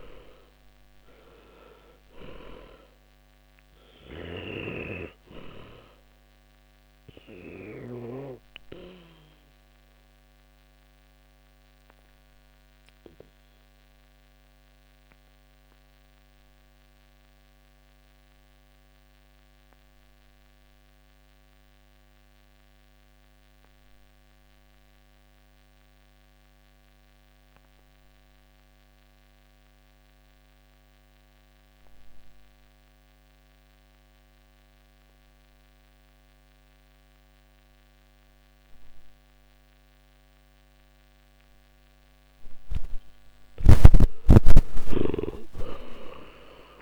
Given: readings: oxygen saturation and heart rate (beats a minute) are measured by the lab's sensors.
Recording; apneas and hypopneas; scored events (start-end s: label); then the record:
breathing in sleep by a microphone on the trachea; 1
2.50-31.50 s: oxygen desaturation (device-marked, oxygen 98% before, 84% lowest, heart rate 59 before, 53 extreme)
4.50-8.50 s: snoring (device-marked)
9.00-42.50 s: obstructive apnea (oxygen 100% before, 82% lowest, heart rate 62 before, 49 extreme, up 17 after)
44.50-46.82 s: arousal
From the record:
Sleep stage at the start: N2 (light sleep); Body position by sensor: on the back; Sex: male